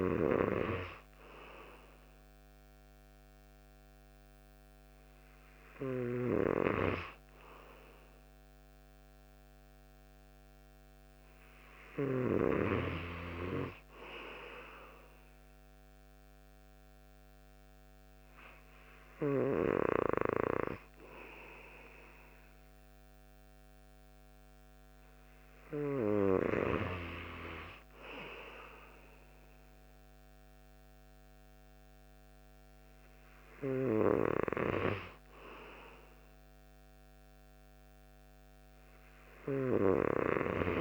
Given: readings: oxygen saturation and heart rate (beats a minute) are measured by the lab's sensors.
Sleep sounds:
breathing in sleep by a microphone on the trachea; none
none scored
From the record:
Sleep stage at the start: N2 (light sleep); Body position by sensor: on the right side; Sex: male

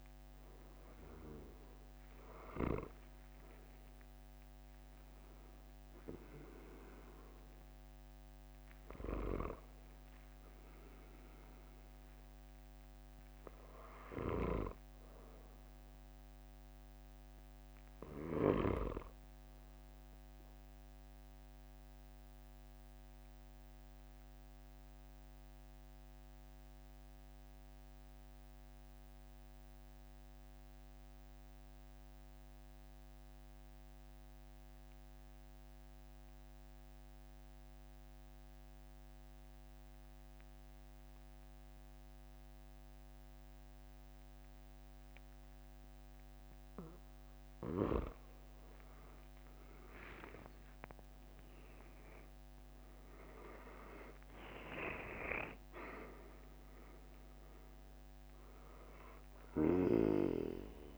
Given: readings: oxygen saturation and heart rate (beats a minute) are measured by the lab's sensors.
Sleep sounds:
breathing in sleep by a microphone on the trachea; 1
0.00-1.00 s: arousal
14.00-19.00 s: snoring (device-marked)
19.50-47.00 s: mixed apnea (oxygen 97% before, 92% lowest, heart rate 45 before, 42 extreme, up 6 after)
47.50-60.98 s: oxygen desaturation (device-marked, oxygen 97% before, 93% lowest, heart rate 43 before, 41 extreme)
50.00-54.50 s: arousal
59.50-60.98 s: snoring (device-marked)
From the record:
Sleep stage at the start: N2 (light sleep); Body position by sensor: on the back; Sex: male

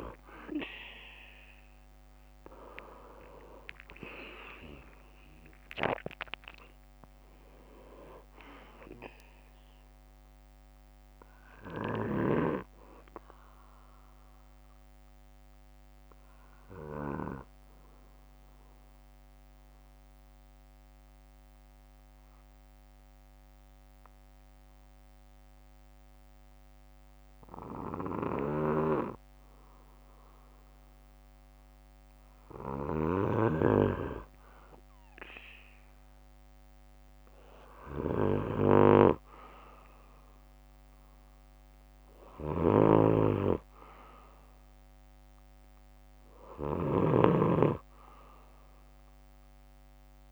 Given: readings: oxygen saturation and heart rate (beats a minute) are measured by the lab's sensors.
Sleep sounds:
breathing in sleep by a microphone on the trachea; 1
0.00-1.50 s: arousal
13.50-28.50 s: obstructive apnea (oxygen 97% before, 94% lowest, heart rate 66 before, 56 extreme, up 10 after)
19.50-21.50 s: bradycardia (device-marked, heart rate 63 before, 57 extreme)
34.50-38.00 s: arousal
42.00-47.00 s: snoring (device-marked)
From the record:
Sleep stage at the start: N2 (light sleep); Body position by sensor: on the back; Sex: male

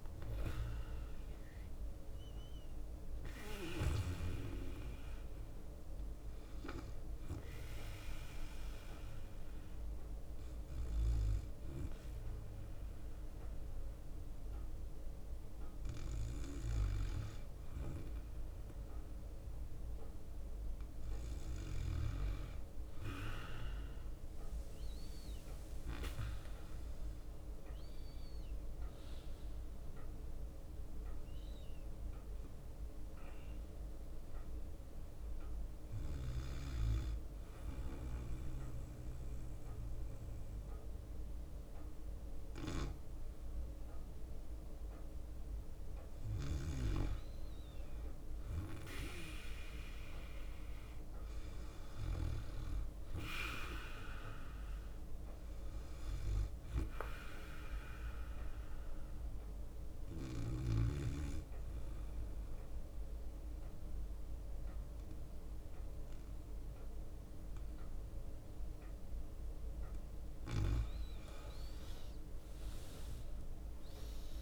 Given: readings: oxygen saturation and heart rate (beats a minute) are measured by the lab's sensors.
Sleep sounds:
breathing in sleep by a room microphone; 3
0.00-16.50 s: oxygen desaturation (device-marked, oxygen 95% lowest, heart rate 60 extreme)
8.00-19.50 s: hypopnea (oxygen 99% before, 95% lowest, heart rate 62 before, 60 extreme, up 4 after)
11.00-18.50 s: leg movement (device-marked)
23.50-28.00 s: leg movement (device-marked)
25.00-29.00 s: arousal
35.50-46.00 s: hypopnea (oxygen 98% before, 93% lowest, heart rate 63 before, 60 extreme, up 2 after)
40.50-54.50 s: drop in pulse transit time (device-marked, heart rate 64 before, 61 extreme)
48.50-52.50 s: arousal
57.50-70.00 s: obstructive apnea (oxygen 98% before, 91% lowest, heart rate 62 before, 60 extreme, up 7 after)
72.00-74.42 s: arousal
From the record:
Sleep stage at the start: N2 (light sleep); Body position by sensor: on the back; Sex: male

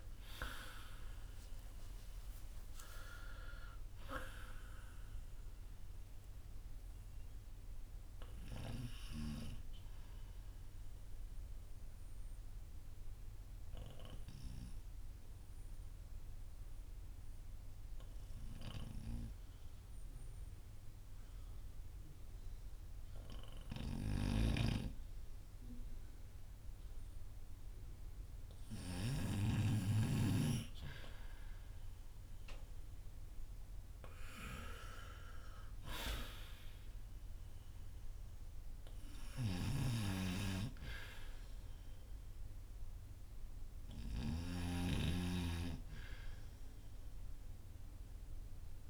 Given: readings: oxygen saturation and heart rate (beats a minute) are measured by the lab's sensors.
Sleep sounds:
breathing in sleep by a room microphone; 1
4.50-8.50 s: oxygen desaturation (device-marked, oxygen 95% before, 92% lowest, heart rate 85 before, 42 extreme)
10.50-29.50 s: obstructive apnea (oxygen 97% before, 93% lowest, heart rate 85 before, 42 extreme, up 16 after)
23.50-29.00 s: snoring (device-marked)
32.00-35.50 s: arousal
35.50-48.90 s: oxygen desaturation (device-marked, oxygen 98% before, 93% lowest, heart rate 47 before, 45 extreme)
44.00-48.90 s: snoring (device-marked)
From the record:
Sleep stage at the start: N2 (light sleep); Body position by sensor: on the right side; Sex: male

